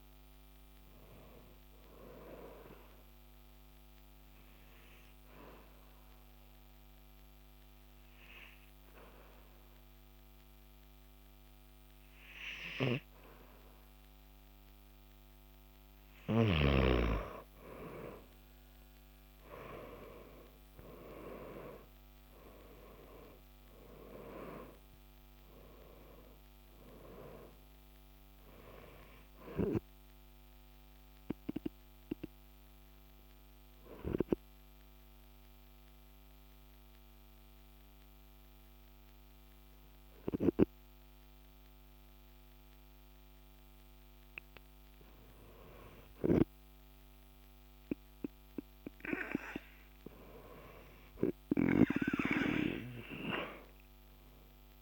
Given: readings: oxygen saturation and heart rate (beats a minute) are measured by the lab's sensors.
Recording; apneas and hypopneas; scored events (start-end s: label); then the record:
breathing in sleep by a microphone on the trachea; 2
4.00-15.00 s: obstructive apnea (oxygen 97% before, 94% lowest, heart rate 59 before, 49 extreme, up 12 after)
19.00-24.00 s: arousal
31.00-46.00 s: obstructive apnea (oxygen 97% before, 94% lowest, heart rate 60 before, 49 extreme, up 6 after)
53.50-54.82 s: arousal
From the record:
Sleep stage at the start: N2 (light sleep); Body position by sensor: on the back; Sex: male